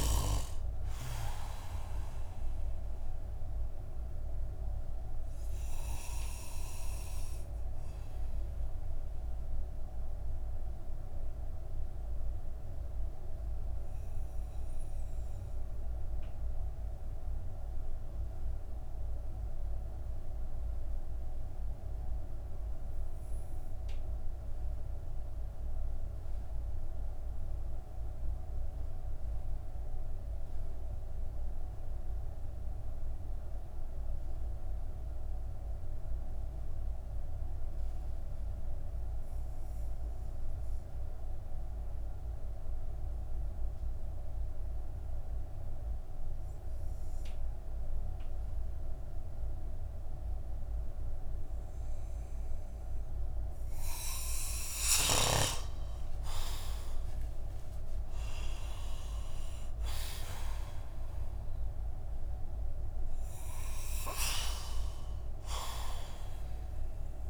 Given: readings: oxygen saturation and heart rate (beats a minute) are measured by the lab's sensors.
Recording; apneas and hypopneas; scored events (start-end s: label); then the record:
breathing in sleep by a room microphone; 1
2.50-54.00 s: obstructive apnea (oxygen 97% before, 87% lowest)
9.50-23.50 s: oxygen desaturation (device-marked, oxygen 93% before, 88% lowest)
42.50-61.50 s: oxygen desaturation (device-marked, oxygen 98% before, 92% lowest)
55.50-60.00 s: arousal
From the record:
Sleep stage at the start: N2 (light sleep); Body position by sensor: on the back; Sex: male